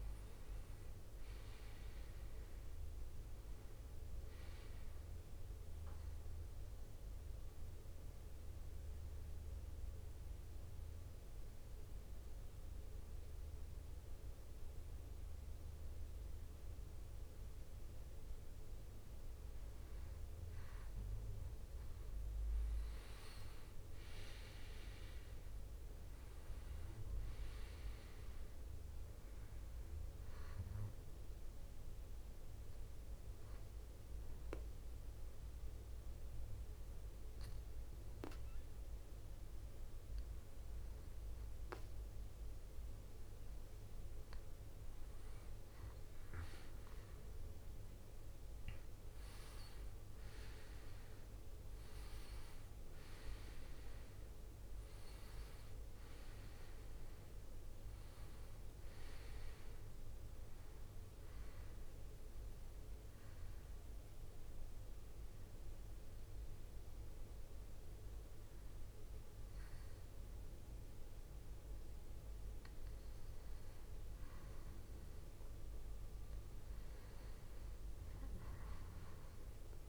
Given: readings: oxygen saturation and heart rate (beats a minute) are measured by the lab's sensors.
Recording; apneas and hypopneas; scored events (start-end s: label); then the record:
breathing in sleep, hard to hear, by a room microphone; 3
1.50-5.00 s: arousal
7.50-19.50 s: central apnea (oxygen 98% before, 94% lowest, heart rate 72 before, 64 extreme, up 9 after)
21.50-25.50 s: arousal
23.00-40.00 s: oxygen desaturation (device-marked, oxygen 97% before, 94% lowest, heart rate 67 before, 69 extreme)
31.50-44.00 s: hypopnea (oxygen 98% before, 94% lowest, heart rate 68 before, 64 extreme, up 8 after)
47.50-51.00 s: arousal
64.00-74.00 s: obstructive apnea (oxygen 97% before, 94% lowest, heart rate 75 before, 64 extreme, up 7 after)
76.50-79.89 s: arousal
From the record:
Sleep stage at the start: N2 (light sleep); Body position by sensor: on the back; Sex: male